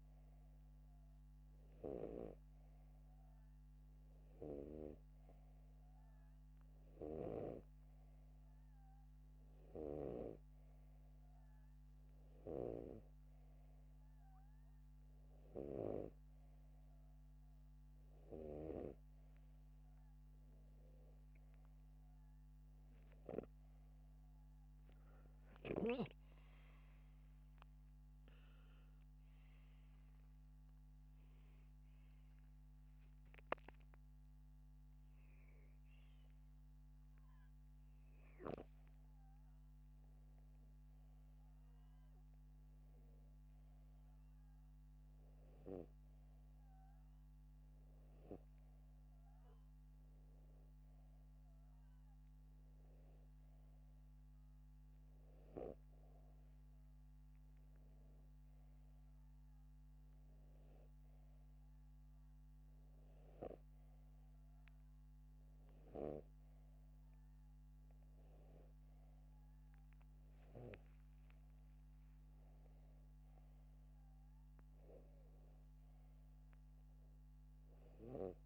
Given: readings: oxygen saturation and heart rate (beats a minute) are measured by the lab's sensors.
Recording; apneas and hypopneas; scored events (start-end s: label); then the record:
breathing in sleep by a microphone on the trachea; none
7.50-11.00 s: snoring (device-marked)
13.00-19.50 s: snoring (device-marked)
From the record:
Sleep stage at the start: N2 (light sleep); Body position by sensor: upright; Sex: male